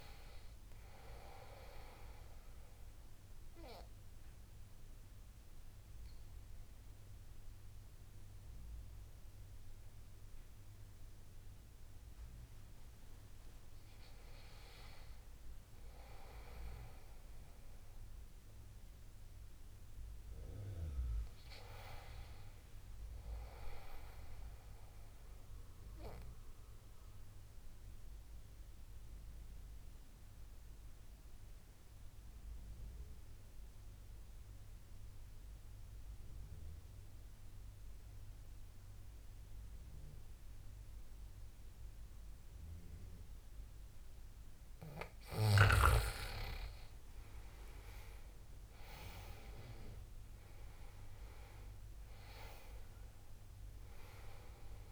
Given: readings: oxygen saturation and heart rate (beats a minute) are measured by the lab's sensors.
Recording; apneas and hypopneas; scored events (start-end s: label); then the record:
breathing in sleep by a room microphone; 2
0.00-20.50 s: oxygen desaturation (device-marked, oxygen 86% lowest, heart rate 68 extreme)
3.00-14.00 s: obstructive apnea (oxygen 97% before, 81% lowest, heart rate 76 before, 68 extreme, up 11 after)
21.00-24.00 s: arousal
26.50-44.50 s: obstructive apnea (oxygen 97% before, 81% lowest, heart rate 77 before, 68 extreme, up 12 after)
46.00-49.00 s: arousal
47.50-54.92 s: oxygen desaturation (device-marked, oxygen 95% before, 81% lowest, heart rate 72 before, 69 extreme)
From the record:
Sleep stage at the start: N2 (light sleep); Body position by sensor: on the back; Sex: male